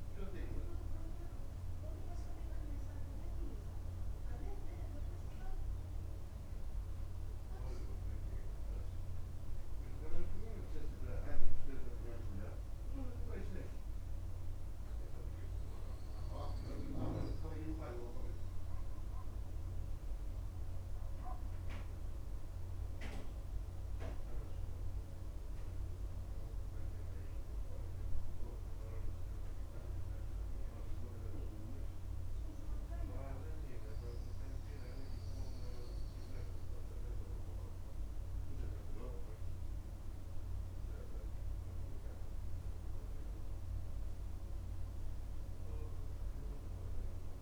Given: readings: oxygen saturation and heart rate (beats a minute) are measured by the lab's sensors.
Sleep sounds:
breathing in sleep by a room microphone; none
none scored
From the record:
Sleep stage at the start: N2 (light sleep); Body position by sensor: on the back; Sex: male

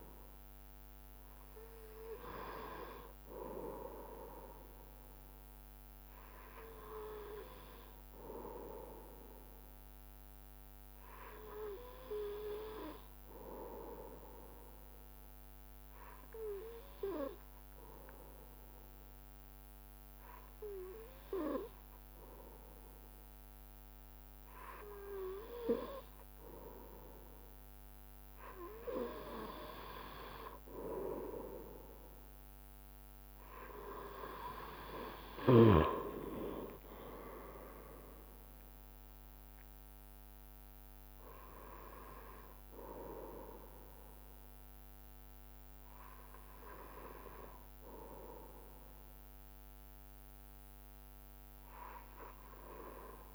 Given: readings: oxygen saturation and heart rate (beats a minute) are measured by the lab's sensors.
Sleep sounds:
breathing in sleep by a microphone on the trachea; 1
11.00-24.50 s: hypopnea (oxygen 95% before, 93% lowest, heart rate 73 before, 65 extreme, up 3 after)
31.00-36.00 s: arousal
36.00-48.00 s: drop in pulse transit time (device-marked, heart rate 71 before, 66 extreme)
From the record:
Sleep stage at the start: N2 (light sleep); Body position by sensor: on the right side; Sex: male

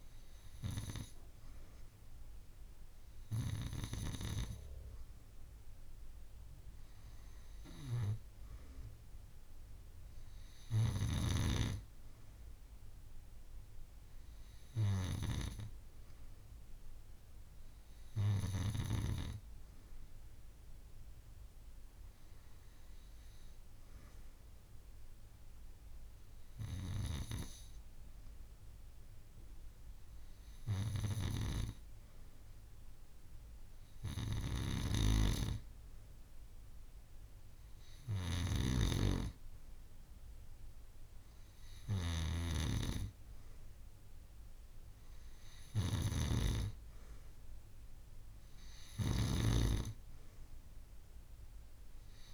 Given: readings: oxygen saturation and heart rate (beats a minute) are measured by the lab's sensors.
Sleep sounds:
breathing in sleep by a room microphone; none
none scored
From the record:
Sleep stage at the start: N2 (light sleep); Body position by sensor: on the back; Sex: female

